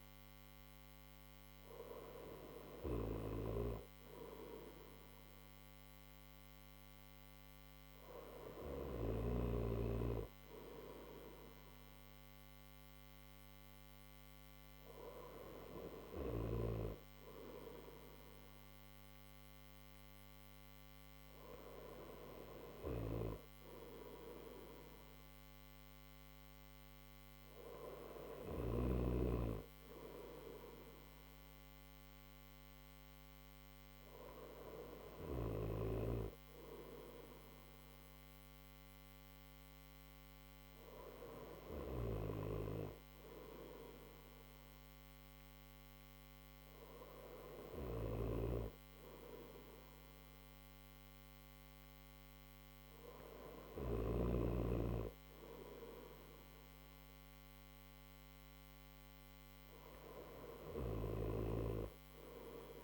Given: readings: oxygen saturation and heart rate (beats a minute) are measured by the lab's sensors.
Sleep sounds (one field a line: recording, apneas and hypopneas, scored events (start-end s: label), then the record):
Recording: breathing in sleep by a microphone on the trachea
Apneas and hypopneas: none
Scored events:
none scored
From the record:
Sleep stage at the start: N1 (lightest sleep)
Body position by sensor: on the right side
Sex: male